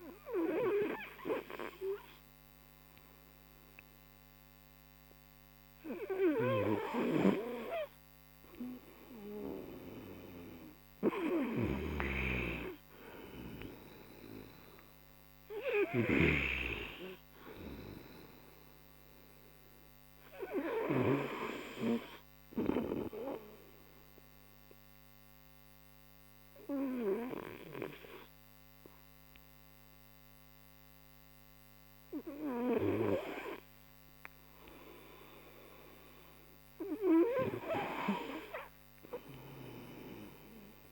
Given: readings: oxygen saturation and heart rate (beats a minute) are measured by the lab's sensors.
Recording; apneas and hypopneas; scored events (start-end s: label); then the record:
breathing in sleep by a microphone on the trachea; 1
0.00-8.00 s: oxygen desaturation (device-marked, oxygen 94% lowest)
11.50-16.00 s: arousal
18.00-35.00 s: oxygen desaturation (device-marked, oxygen 100% before, 93% lowest)
23.00-33.50 s: hypopnea (oxygen 100% before, 93% lowest)
From the record:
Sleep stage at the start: N2 (light sleep); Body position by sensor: on the right side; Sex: male